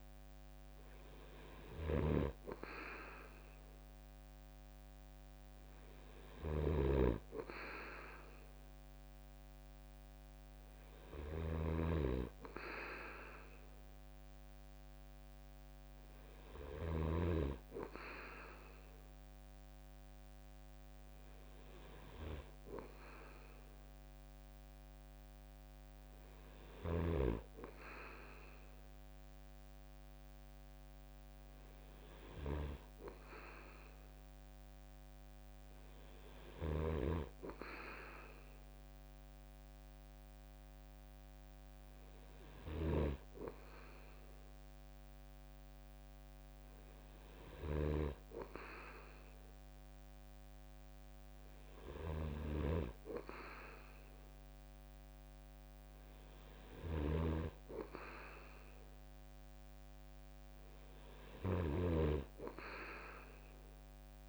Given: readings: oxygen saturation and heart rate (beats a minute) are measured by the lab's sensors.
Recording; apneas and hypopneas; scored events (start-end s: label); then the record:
breathing in sleep by a microphone on the trachea; none
0.00-17.00 s: snoring (device-marked)
47.00-61.50 s: snoring (device-marked)
From the record:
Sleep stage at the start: N2 (light sleep); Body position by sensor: on the right side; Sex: male